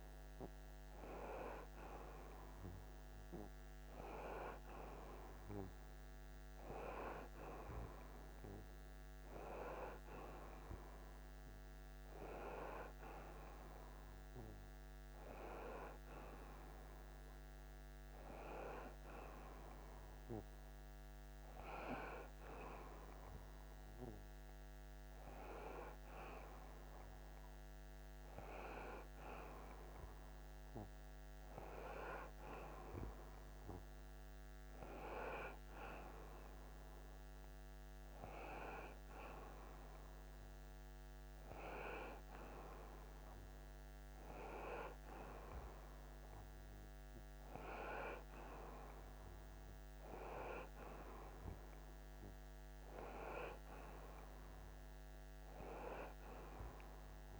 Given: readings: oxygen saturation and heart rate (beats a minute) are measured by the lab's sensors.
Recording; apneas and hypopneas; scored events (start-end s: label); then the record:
breathing in sleep by a microphone on the trachea; none
none scored
From the record:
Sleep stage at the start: N1 (lightest sleep); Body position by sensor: on the front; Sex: male